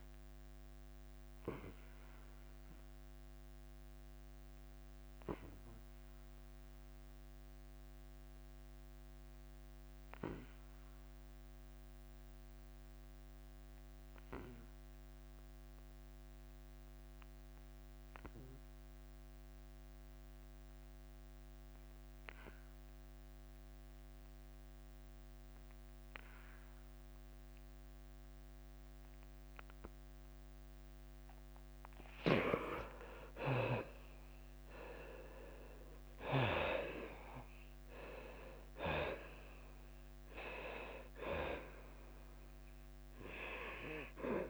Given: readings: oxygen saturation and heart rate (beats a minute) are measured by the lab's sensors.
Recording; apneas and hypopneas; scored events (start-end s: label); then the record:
breathing in sleep by a microphone on the trachea; 1
0.00-4.50 s: drop in pulse transit time (device-marked, heart rate 87 extreme)
0.00-6.50 s: oxygen desaturation (device-marked, oxygen 92% lowest, heart rate 82 extreme)
0.50-32.00 s: obstructive apnea (oxygen 98% before, 77% lowest, heart rate 88 before, 82 extreme, up 6 after)
13.50-22.50 s: oxygen desaturation (device-marked, oxygen 94% before, 79% lowest, heart rate 91 before, 82 extreme)
34.50-44.50 s: drop in pulse transit time (device-marked, heart rate 85 before, 89 extreme)
35.00-40.00 s: arousal
From the record:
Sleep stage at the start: N2 (light sleep); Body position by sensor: on the back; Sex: male